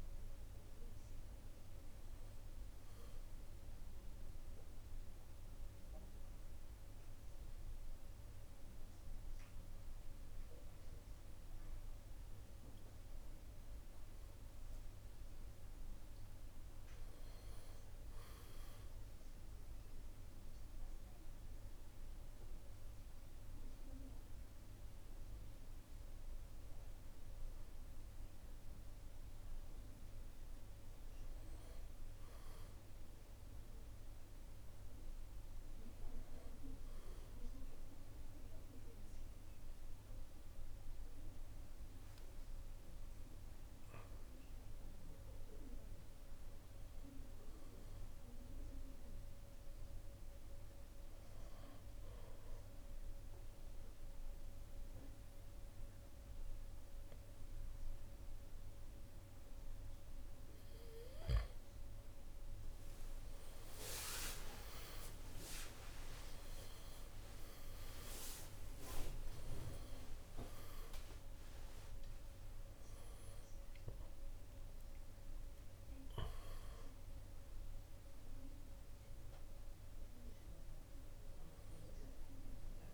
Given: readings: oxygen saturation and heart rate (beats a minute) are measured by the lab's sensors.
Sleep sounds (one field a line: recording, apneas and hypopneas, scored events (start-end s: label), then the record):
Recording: breathing in sleep by a room microphone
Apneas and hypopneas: none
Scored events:
0.00-4.50 s: drop in pulse transit time (device-marked, heart rate 76 extreme)
0.00-11.50 s: oxygen desaturation (device-marked, oxygen 91% lowest, heart rate 71 extreme)
65.50-70.50 s: arousal
66.50-77.50 s: drop in pulse transit time (device-marked, heart rate 76 before, 79 extreme)
70.50-82.94 s: oxygen desaturation (device-marked, oxygen 94% before, 89% lowest, heart rate 76 before, 72 extreme)
From the record:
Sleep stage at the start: N1 (lightest sleep)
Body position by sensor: on the back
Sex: male